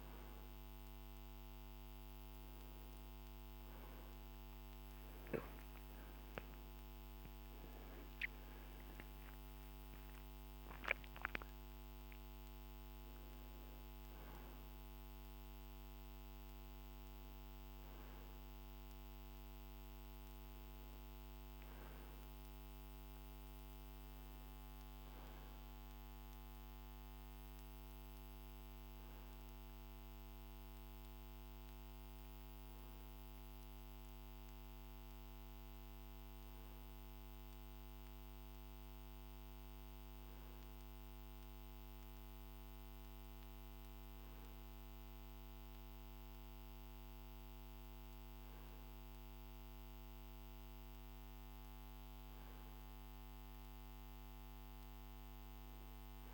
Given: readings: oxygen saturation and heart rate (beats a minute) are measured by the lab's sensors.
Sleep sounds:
a person partly awake in a sleep study, hard to hear, by a microphone on the trachea; none
6.50-56.33 s: new sleep stage, N1 (lightest sleep)
From the record:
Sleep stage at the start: awake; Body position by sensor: on the right side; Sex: male

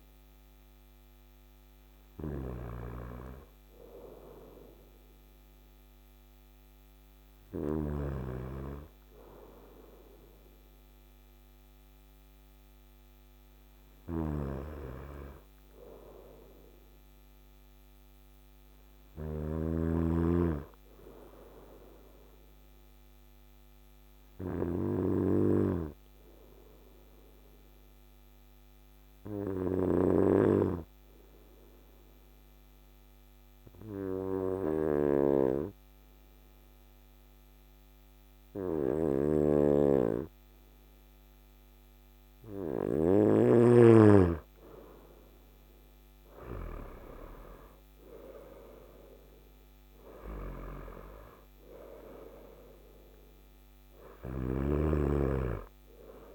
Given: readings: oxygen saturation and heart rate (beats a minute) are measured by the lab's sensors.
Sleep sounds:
breathing in sleep by a microphone on the trachea; 1
12.50-16.50 s: arousal
18.50-29.00 s: snoring (device-marked)
21.50-42.50 s: obstructive apnea (oxygen 100% before, 94% lowest, heart rate 57 before, 53 extreme, up 7 after)
38.50-42.50 s: snoring (device-marked)
39.50-56.35 s: oxygen desaturation (device-marked, oxygen 98% before, 94% lowest, heart rate 55 before, 54 extreme)
45.00-48.50 s: arousal
53.50-56.35 s: snoring (device-marked)
From the record:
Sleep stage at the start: N2 (light sleep); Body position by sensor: on the front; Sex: male

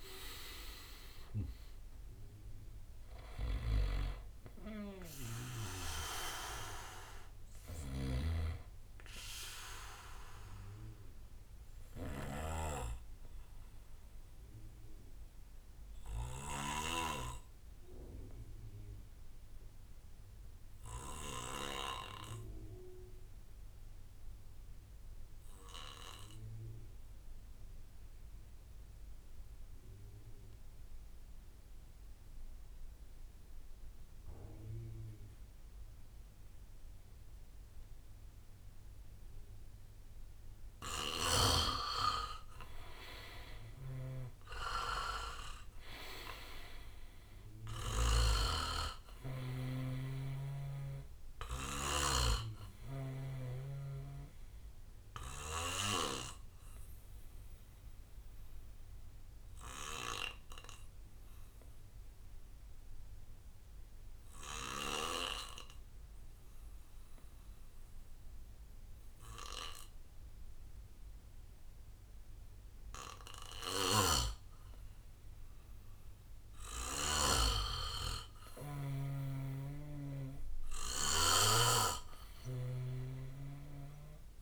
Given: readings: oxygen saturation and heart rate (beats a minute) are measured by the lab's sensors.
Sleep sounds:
breathing in sleep by a room microphone; 2
0.00-3.00 s: arousal
0.00-9.00 s: drop in pulse transit time (device-marked, heart rate 66 extreme)
0.00-17.00 s: oxygen desaturation (device-marked, oxygen 86% lowest, heart rate 58 extreme)
3.50-21.50 s: snoring (device-marked)
8.00-10.00 s: bradycardia (device-marked, heart rate 64 before, 64 extreme)
10.00-40.50 s: obstructive apnea (oxygen 99% before, 86% lowest, heart rate 68 before, 58 extreme, up 11 after)
12.00-14.00 s: bradycardia (device-marked, heart rate 64 before, 59 extreme)
21.00-23.00 s: bradycardia (device-marked, heart rate 64 before, 59 extreme)
37.00-39.00 s: bradycardia (device-marked, heart rate 64 before, 62 extreme)
37.00-61.00 s: oxygen desaturation (device-marked, oxygen 99% before, 87% lowest, heart rate 62 before, 60 extreme)
41.00-48.50 s: snoring (device-marked)
42.00-53.00 s: drop in pulse transit time (device-marked, heart rate 62 before, 60 extreme)
43.50-47.50 s: arousal
56.50-76.00 s: obstructive apnea (oxygen 99% before, 87% lowest, heart rate 65 before, 59 extreme, up 6 after)
74.00-77.50 s: snoring (device-marked)
77.00-84.42 s: oxygen desaturation (device-marked, oxygen 99% before, 91% lowest, heart rate 62 before, 59 extreme)
78.50-82.00 s: arousal
79.50-83.00 s: snoring (device-marked)
From the record:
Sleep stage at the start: N2 (light sleep); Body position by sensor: on the back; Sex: male

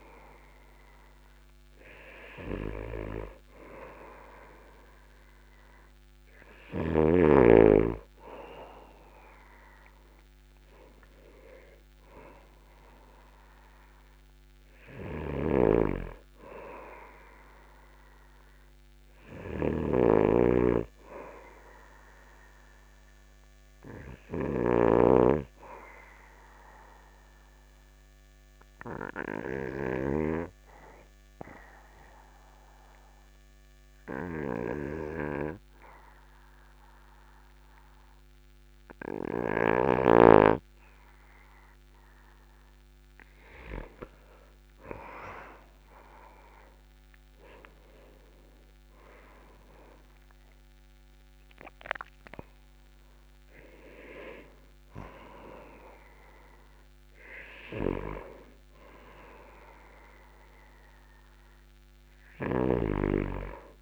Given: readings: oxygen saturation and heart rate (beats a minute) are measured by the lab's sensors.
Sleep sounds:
breathing in sleep by a microphone on the trachea; 1
15.50-25.50 s: snoring (device-marked)
28.00-41.50 s: obstructive apnea (oxygen 98% before, 96% lowest, heart rate 43 before, 41 extreme, up 8 after)
42.00-47.00 s: arousal
From the record:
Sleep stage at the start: N2 (light sleep); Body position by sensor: on the back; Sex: male

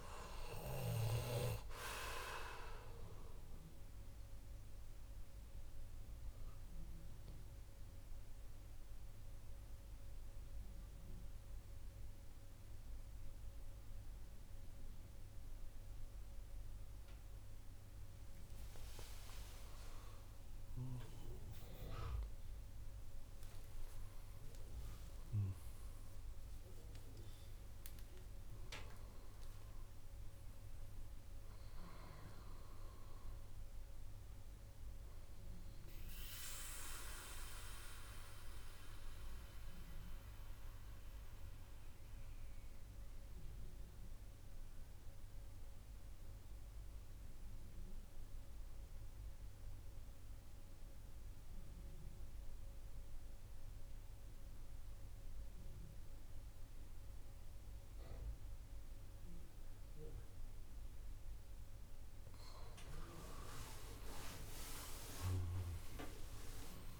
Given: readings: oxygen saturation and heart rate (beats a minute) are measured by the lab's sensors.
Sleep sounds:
breathing in sleep by a room microphone; 2
0.00-19.00 s: oxygen desaturation (device-marked, oxygen 88% lowest, heart rate 59 extreme)
3.00-19.50 s: obstructive apnea (oxygen 99% before, 88% lowest, heart rate 69 before, 59 extreme, up 14 after)
22.00-27.00 s: arousal
36.00-61.50 s: central apnea (oxygen 99% before, 93% lowest, heart rate 66 before, 60 extreme, up 14 after)
63.00-67.00 s: oxygen desaturation (device-marked, oxygen 98% before, 93% lowest, heart rate 62 before, 59 extreme)
63.50-67.00 s: arousal
From the record:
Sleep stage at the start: N2 (light sleep); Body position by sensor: on the back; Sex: male

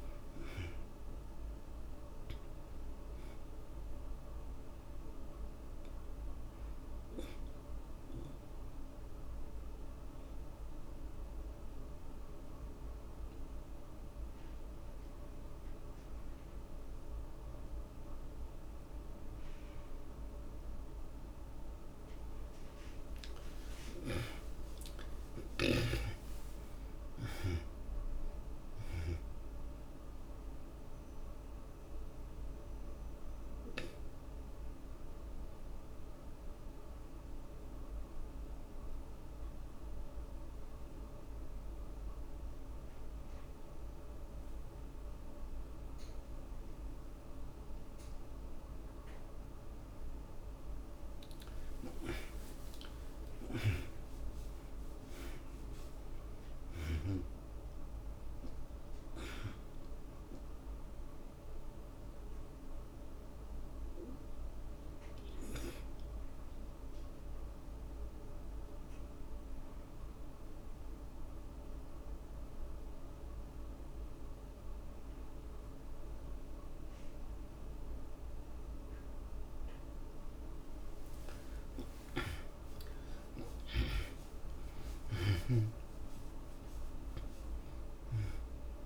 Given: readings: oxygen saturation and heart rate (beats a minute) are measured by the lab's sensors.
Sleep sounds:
breathing in sleep by a room microphone; 3
5.50-20.50 s: oxygen desaturation (device-marked, oxygen 91% before, 70% lowest, heart rate 62 before, 58 extreme)
6.50-20.50 s: obstructive apnea (oxygen 91% before, 68% lowest, heart rate 62 before, 58 extreme, up 12 after)
22.50-48.50 s: oxygen desaturation (device-marked, oxygen 92% before, 69% lowest, heart rate 65 before, 68 extreme)
24.00-28.50 s: arousal
31.00-50.00 s: obstructive apnea (oxygen 92% before, 68% lowest, heart rate 63 before, 69 extreme)
50.50-75.50 s: oxygen desaturation (device-marked, oxygen 94% before, 68% lowest)
51.50-55.50 s: arousal
62.00-80.00 s: obstructive apnea (oxygen 94% before, 67% lowest)
81.50-88.86 s: oxygen desaturation (device-marked, oxygen 93% before, 69% lowest, heart rate 124 before, 49 extreme)
82.00-86.00 s: arousal
From the record:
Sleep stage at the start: N2 (light sleep); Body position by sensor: on the back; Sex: male

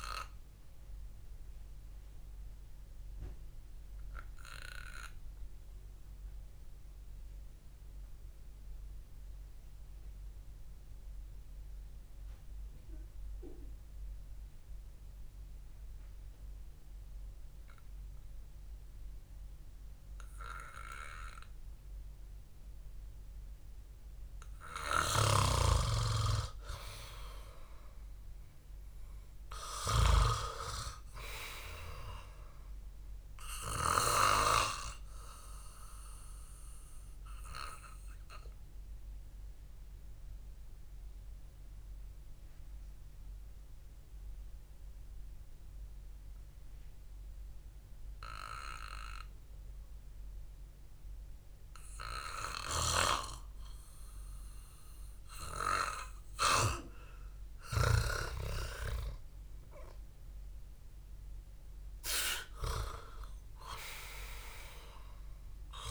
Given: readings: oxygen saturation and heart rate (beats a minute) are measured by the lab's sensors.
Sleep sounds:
breathing in sleep by a room microphone; 2
1.00-24.50 s: obstructive apnea (oxygen 98% before, 91% lowest, heart rate 58 before, 61 extreme, up 3 after)
15.00-22.00 s: oxygen desaturation (device-marked, oxygen 96% before, 91% lowest, heart rate 65 before, 61 extreme)
25.50-31.00 s: snoring (device-marked)
26.50-30.00 s: arousal
33.00-57.00 s: oxygen desaturation (device-marked, oxygen 98% before, 91% lowest, heart rate 67 before, 65 extreme)
35.50-57.00 s: obstructive apnea (oxygen 98% before, 91% lowest, heart rate 66 before, 65 extreme, up 3 after)
58.50-63.50 s: arousal
From the record:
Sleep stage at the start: REM sleep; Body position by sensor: on the back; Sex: male

